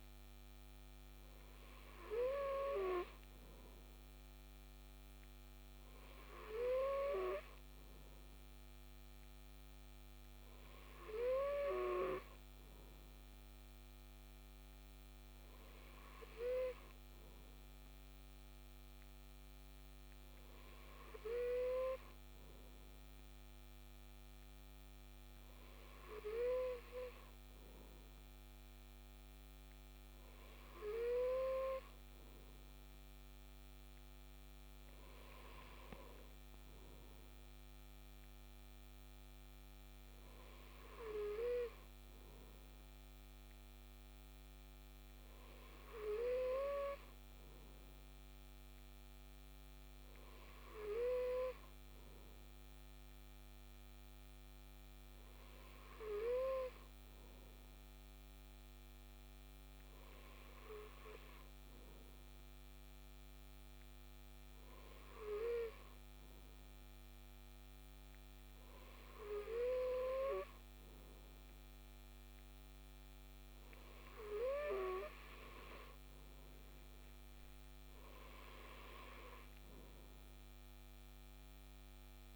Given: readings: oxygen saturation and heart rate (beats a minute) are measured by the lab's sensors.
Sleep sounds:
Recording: breathing in sleep by a microphone on the trachea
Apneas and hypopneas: none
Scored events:
none scored
From the record:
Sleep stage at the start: N2 (light sleep)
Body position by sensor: on the left side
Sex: male

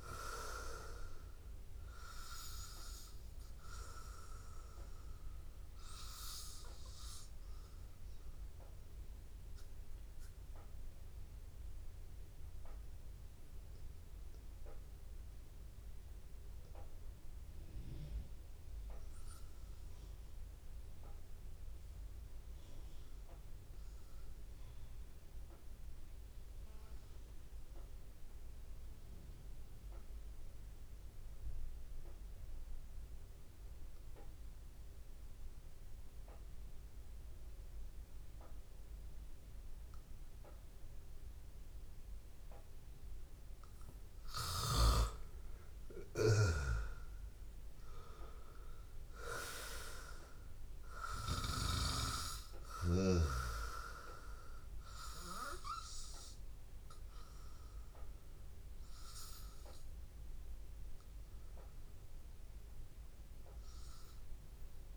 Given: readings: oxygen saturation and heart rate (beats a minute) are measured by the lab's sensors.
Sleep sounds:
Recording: breathing in sleep by a room microphone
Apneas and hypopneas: 1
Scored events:
0.00-12.00 s: oxygen desaturation (device-marked, oxygen 90% lowest, heart rate 81 extreme)
4.00-6.00 s: long interval between heartbeats (device-marked, heart rate 85 before, 87 extreme)
10.00-41.50 s: hypopnea (oxygen 96% before, 92% lowest, heart rate 86 before, 80 extreme, up 3 after)
20.00-22.00 s: long interval between heartbeats (device-marked, heart rate 85 before, 83 extreme)
32.00-64.97 s: oxygen desaturation (device-marked, oxygen 99% before, 92% lowest, heart rate 84 before, 80 extreme)
44.00-49.00 s: arousal
From the record:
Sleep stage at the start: N2 (light sleep)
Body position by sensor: on the back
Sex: male

